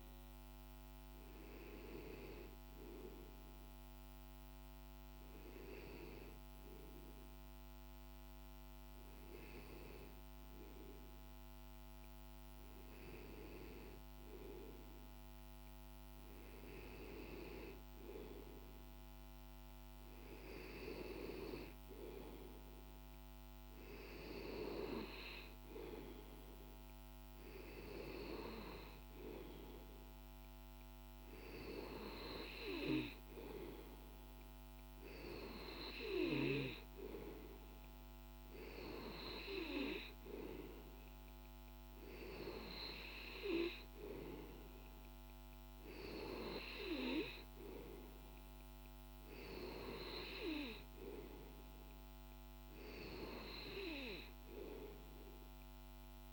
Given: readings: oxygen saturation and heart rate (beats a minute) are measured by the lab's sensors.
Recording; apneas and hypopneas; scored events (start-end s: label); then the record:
breathing in sleep by a microphone on the trachea; none
none scored
From the record:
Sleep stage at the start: N2 (light sleep); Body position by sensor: on the back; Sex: male